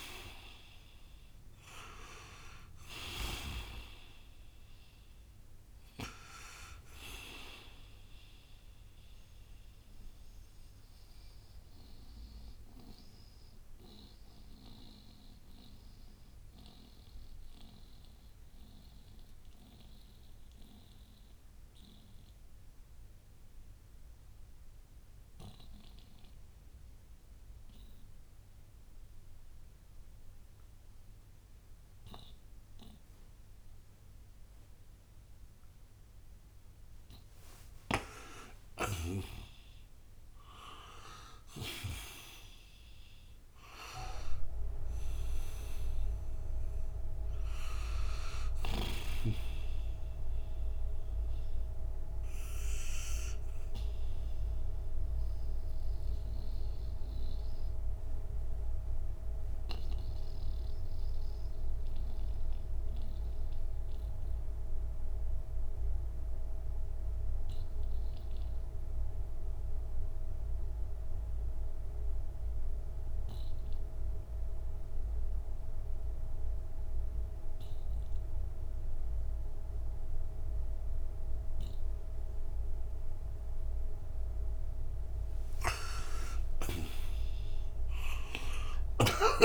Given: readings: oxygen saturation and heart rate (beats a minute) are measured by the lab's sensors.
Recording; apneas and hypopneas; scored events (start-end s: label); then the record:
breathing in sleep by a room microphone; 2
0.00-3.50 s: snoring (device-marked)
0.00-22.00 s: oxygen desaturation (device-marked, oxygen 79% lowest, heart rate 60 extreme)
9.50-37.00 s: mixed apnea (oxygen 98% before, 79% lowest, heart rate 70 before, 60 extreme, up 24 after)
38.00-42.50 s: arousal
45.00-70.00 s: oxygen desaturation (device-marked, oxygen 98% before, 85% lowest, heart rate 67 before, 58 extreme)
51.50-84.50 s: obstructive apnea (oxygen 99% before, 80% lowest, heart rate 69 before, 58 extreme, up 21 after)
84.00-89.45 s: oxygen desaturation (device-marked, oxygen 97% before, 80% lowest, heart rate 60 before, 62 extreme)
85.00-89.45 s: arousal
From the record:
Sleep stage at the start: N2 (light sleep); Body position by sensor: on the right side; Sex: male